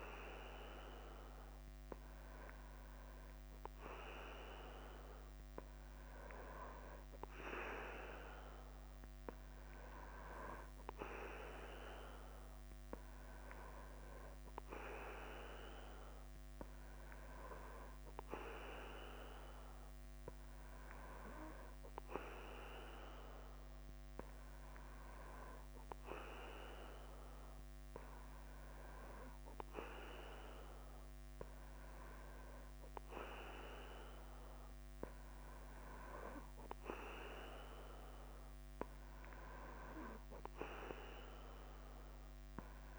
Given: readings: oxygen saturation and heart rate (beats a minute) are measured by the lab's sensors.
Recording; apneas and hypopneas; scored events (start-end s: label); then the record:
breathing in sleep by a microphone on the trachea; none
0.00-42.99 s: bradycardia (device-marked, heart rate 44 extreme)
From the record:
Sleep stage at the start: N3 (deep sleep); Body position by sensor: on the back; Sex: male